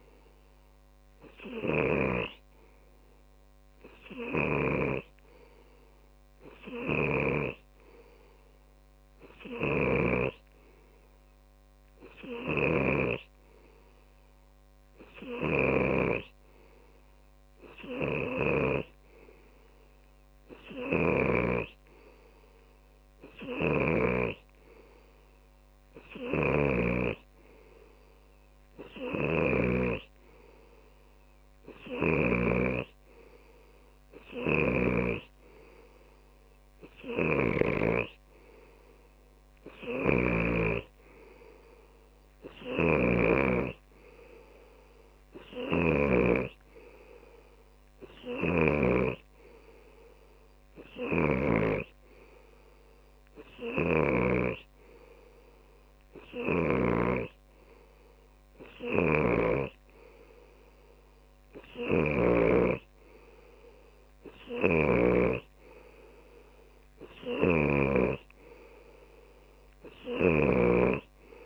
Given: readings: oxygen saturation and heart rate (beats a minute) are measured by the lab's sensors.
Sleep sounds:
breathing in sleep by a microphone on the trachea; none
0.00-1.00 s: long interval between heartbeats (device-marked)
0.00-3.00 s: snoring (device-marked)
10.00-16.50 s: snoring (device-marked)
17.50-19.50 s: long interval between heartbeats (device-marked)
18.50-22.00 s: snoring (device-marked)
24.00-27.50 s: snoring (device-marked)
29.50-33.00 s: snoring (device-marked)
31.50-33.50 s: long interval between heartbeats (device-marked)
35.00-38.50 s: snoring (device-marked)
41.50-71.46 s: new sleep stage, N3 (deep sleep)
43.00-49.50 s: snoring (device-marked)
43.50-45.50 s: tachycardia (device-marked, heart rate 46 before, 95 extreme)
44.00-46.00 s: long interval between heartbeats (device-marked)
47.50-49.50 s: long interval between heartbeats (device-marked, heart rate 42 before, 98 extreme)
50.50-64.50 s: tachycardia (device-marked, heart rate 47 before, 134 extreme)
51.50-53.50 s: long interval between heartbeats (device-marked, heart rate 58 before, 87 extreme)
51.50-55.00 s: snoring (device-marked)
54.00-56.00 s: long interval between heartbeats (device-marked, heart rate 65 before, 102 extreme)
57.00-59.00 s: long interval between heartbeats (device-marked, heart rate 79 before, 120 extreme)
59.50-61.50 s: long interval between heartbeats (device-marked, heart rate 93 before, 127 extreme)
59.50-66.00 s: snoring (device-marked)
65.50-68.50 s: tachycardia (device-marked, heart rate 51 before, 111 extreme)
66.50-68.50 s: long interval between heartbeats (device-marked, heart rate 112 before, 94 extreme)
69.00-71.00 s: long interval between heartbeats (device-marked, heart rate 111 before, 106 extreme)
From the record:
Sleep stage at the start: N2 (light sleep); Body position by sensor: on the left side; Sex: male

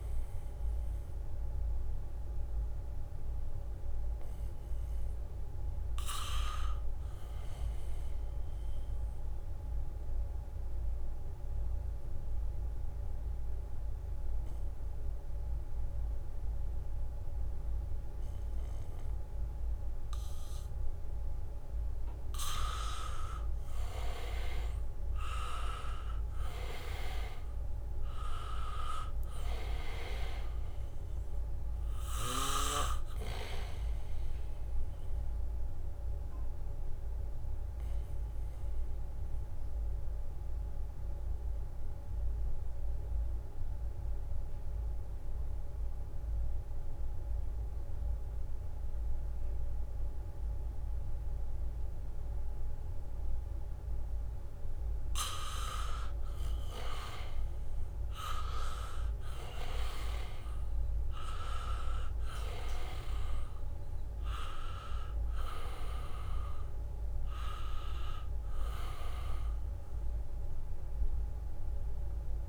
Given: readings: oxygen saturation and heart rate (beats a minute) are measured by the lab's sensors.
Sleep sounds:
breathing in sleep by a room microphone; 2
0.00-10.50 s: oxygen desaturation (device-marked, oxygen 93% lowest, heart rate 67 extreme)
11.00-22.00 s: obstructive apnea (oxygen 98% before, 86% lowest, heart rate 74 before, 67 extreme)
19.50-48.50 s: oxygen desaturation (device-marked, oxygen 98% before, 86% lowest, heart rate 74 before, 67 extreme)
22.50-31.00 s: leg movement (device-marked)
24.50-29.50 s: arousal
35.00-54.50 s: mixed apnea (oxygen 98% before, 86% lowest, heart rate 70 before, 68 extreme)
55.50-72.49 s: oxygen desaturation (device-marked, oxygen 98% before, 86% lowest, heart rate 74 before, 68 extreme)
58.00-62.50 s: arousal
58.50-60.00 s: leg movement (device-marked)
61.50-72.00 s: leg movement (device-marked)
From the record:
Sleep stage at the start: N2 (light sleep); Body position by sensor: on the back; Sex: male

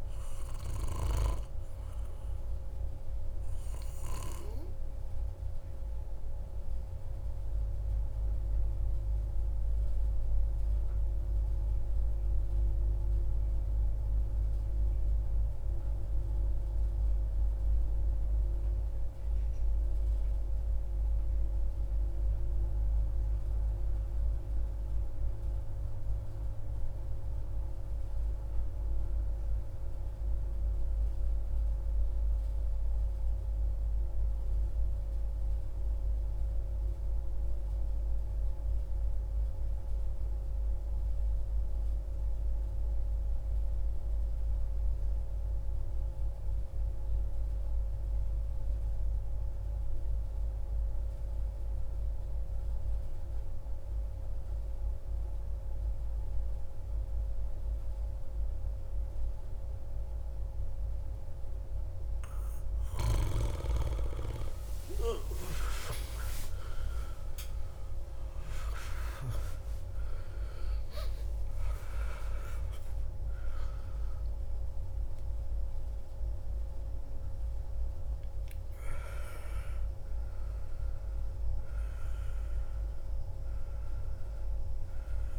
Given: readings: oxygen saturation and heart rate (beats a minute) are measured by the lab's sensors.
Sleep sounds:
breathing in sleep by a room microphone; 1
0.00-15.00 s: oxygen desaturation (device-marked, oxygen 91% lowest, heart rate 58 extreme)
8.50-59.50 s: obstructive apnea (oxygen 96% before, 88% lowest, heart rate 63 before, 58 extreme)
45.00-85.39 s: oxygen desaturation (device-marked, oxygen 96% before, 88% lowest, heart rate 60 before, 60 extreme)
64.00-70.00 s: arousal
From the record:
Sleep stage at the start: N2 (light sleep); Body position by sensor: on the back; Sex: male

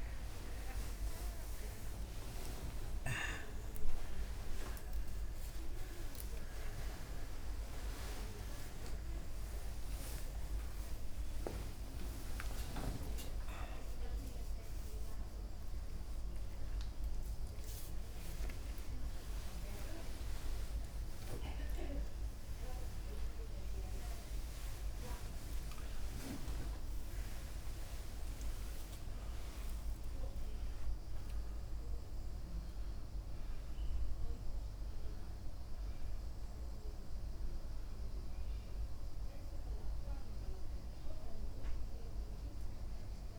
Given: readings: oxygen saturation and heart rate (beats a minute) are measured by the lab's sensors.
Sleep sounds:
a person awake in a sleep study, by a room microphone; none
5.50-12.50 s: oxygen desaturation (device-marked, oxygen 91% before, 87% lowest)
37.50-43.39 s: new sleep stage, N1 (lightest sleep)
From the record:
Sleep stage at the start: awake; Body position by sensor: on the right side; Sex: male

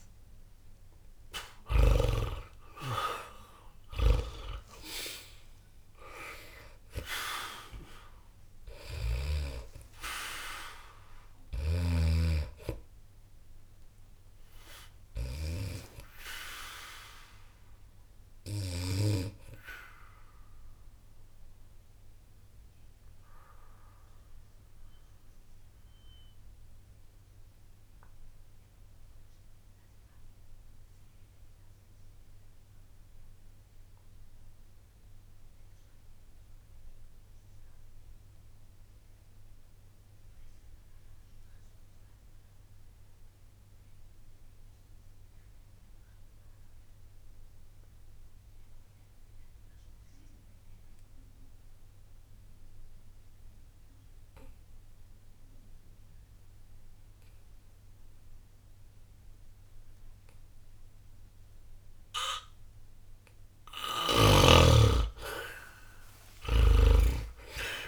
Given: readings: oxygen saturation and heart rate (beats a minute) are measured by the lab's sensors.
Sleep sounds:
breathing in sleep by a room microphone; 1
0.00-2.00 s: snoring (device-marked)
0.00-8.00 s: oxygen desaturation (device-marked, oxygen 90% lowest, heart rate 60 extreme)
10.00-38.00 s: oxygen desaturation (device-marked, oxygen 92% before, 76% lowest, heart rate 61 before, 60 extreme)
17.50-63.00 s: obstructive apnea (oxygen 95% before, 74% lowest, heart rate 62 before, 60 extreme, up 0 after)
57.00-67.88 s: oxygen desaturation (device-marked, oxygen 99% before, 74% lowest, heart rate 61 before, 60 extreme)
66.50-67.88 s: arousal
66.50-67.88 s: snoring (device-marked)
From the record:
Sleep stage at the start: N2 (light sleep); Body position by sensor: on the back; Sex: male

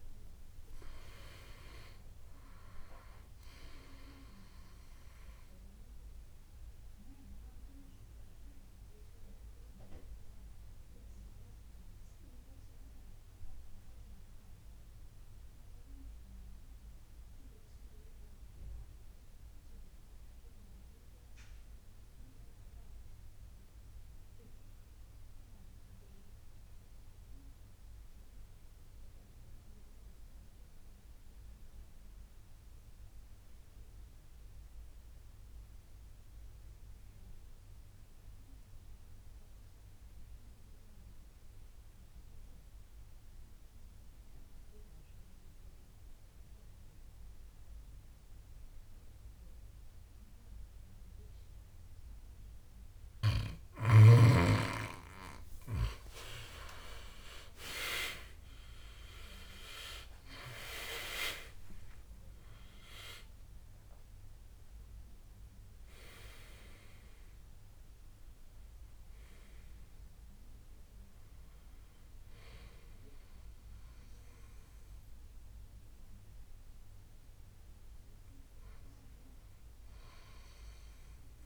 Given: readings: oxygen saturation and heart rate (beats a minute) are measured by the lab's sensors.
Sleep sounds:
breathing in sleep by a room microphone; 1
0.00-9.00 s: oxygen desaturation (device-marked, oxygen 93% lowest, heart rate 59 extreme)
5.50-53.50 s: obstructive apnea (oxygen 98% before, 84% lowest, heart rate 74 before, 59 extreme, up 21 after)
41.00-81.45 s: oxygen desaturation (device-marked, oxygen 98% before, 84% lowest, heart rate 62 before, 60 extreme)
56.00-60.50 s: arousal
From the record:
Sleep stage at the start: N2 (light sleep); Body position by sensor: on the back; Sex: male

